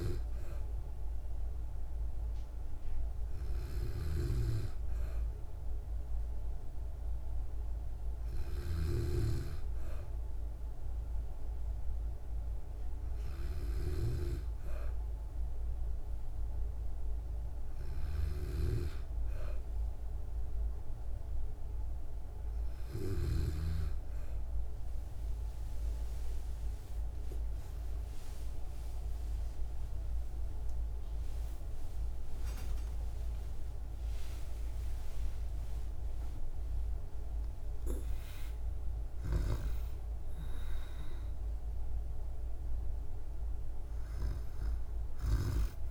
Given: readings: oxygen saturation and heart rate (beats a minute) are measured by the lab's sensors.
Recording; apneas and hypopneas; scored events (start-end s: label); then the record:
breathing in sleep by a room microphone; none
32.00-37.50 s: arousal
39.00-44.00 s: oxygen desaturation (device-marked, oxygen 96% before, 92% lowest, heart rate 74 before, 55 extreme)
From the record:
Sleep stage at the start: N2 (light sleep); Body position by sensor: on the back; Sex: female